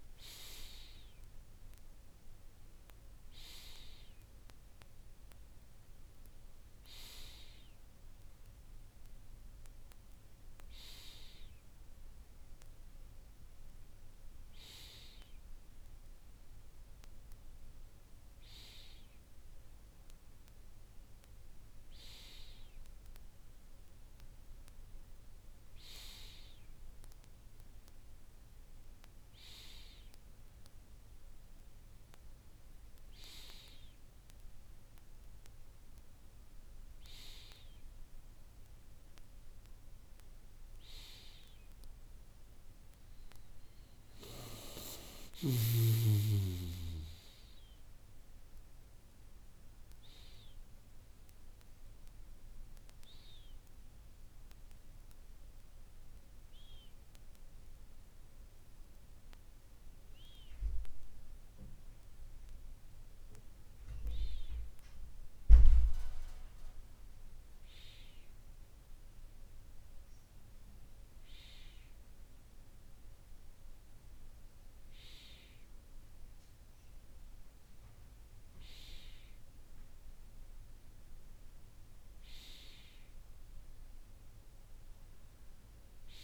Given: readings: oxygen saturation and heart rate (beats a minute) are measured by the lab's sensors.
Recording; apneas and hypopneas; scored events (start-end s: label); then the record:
breathing in sleep by a room microphone; none
none scored
From the record:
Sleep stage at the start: N2 (light sleep); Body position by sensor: on the right side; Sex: male